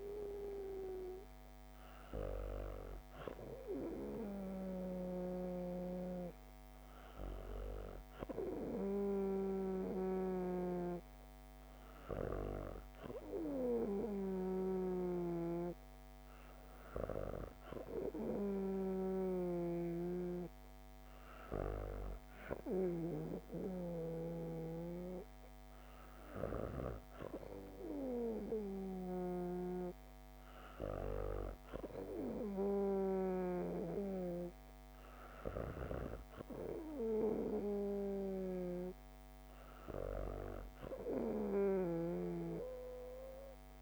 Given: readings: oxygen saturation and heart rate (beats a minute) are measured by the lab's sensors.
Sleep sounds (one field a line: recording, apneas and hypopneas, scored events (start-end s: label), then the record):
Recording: breathing in sleep by a microphone on the trachea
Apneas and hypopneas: none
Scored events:
4.50-23.00 s: snoring (device-marked)
29.00-33.50 s: snoring (device-marked)
41.50-43.82 s: snoring (device-marked)
From the record:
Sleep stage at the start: N2 (light sleep)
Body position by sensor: on the back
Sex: female